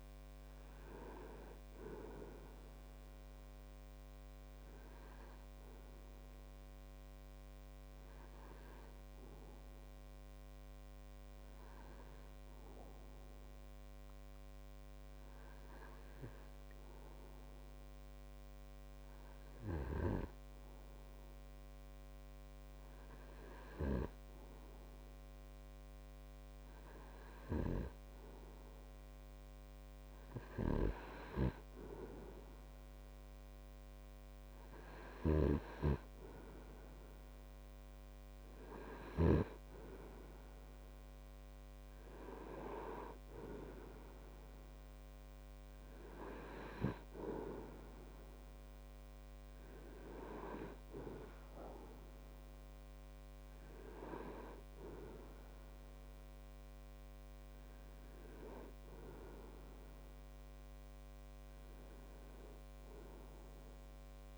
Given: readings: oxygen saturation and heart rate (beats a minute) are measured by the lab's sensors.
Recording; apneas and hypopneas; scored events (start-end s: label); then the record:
breathing in sleep by a microphone on the trachea; 1
7.50-27.00 s: hypopnea (oxygen 98% before, 95% lowest)
31.50-36.00 s: arousal
35.50-40.00 s: snoring (device-marked)
From the record:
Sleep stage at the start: N2 (light sleep); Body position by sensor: on the right side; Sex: male